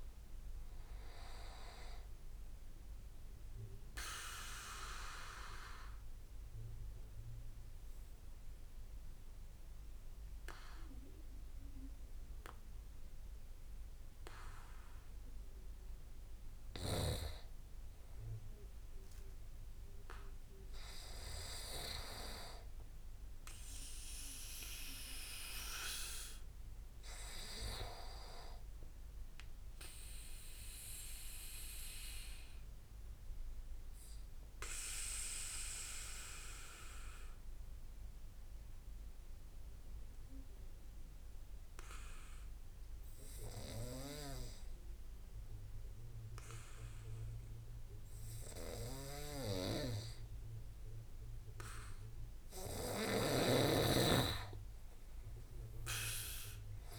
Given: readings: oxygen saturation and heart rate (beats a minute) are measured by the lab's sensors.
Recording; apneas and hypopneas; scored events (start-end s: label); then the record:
breathing in sleep by a room microphone; 2
0.00-16.00 s: oxygen desaturation (device-marked, oxygen 93% lowest)
3.50-17.00 s: obstructive apnea (oxygen 98% before, 90% lowest)
20.00-23.00 s: arousal
30.50-52.50 s: obstructive apnea (oxygen 97% before, 89% lowest)
55.50-56.99 s: arousal
From the record:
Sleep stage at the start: N2 (light sleep); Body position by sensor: on the back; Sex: male